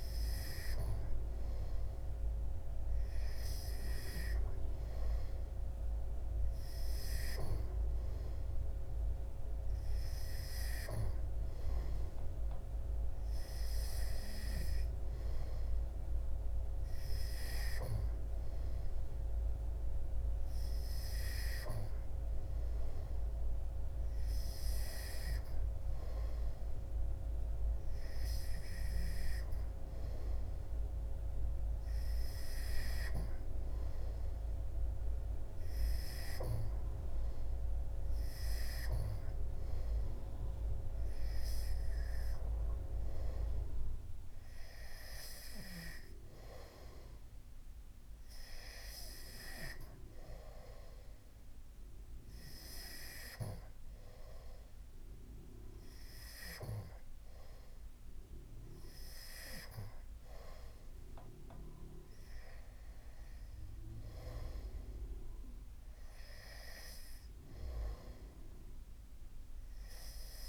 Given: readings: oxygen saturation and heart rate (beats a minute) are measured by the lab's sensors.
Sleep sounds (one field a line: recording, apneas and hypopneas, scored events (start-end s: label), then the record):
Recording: breathing in sleep by a room microphone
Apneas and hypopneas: none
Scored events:
none scored
From the record:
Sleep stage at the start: N2 (light sleep)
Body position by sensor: on the back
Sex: male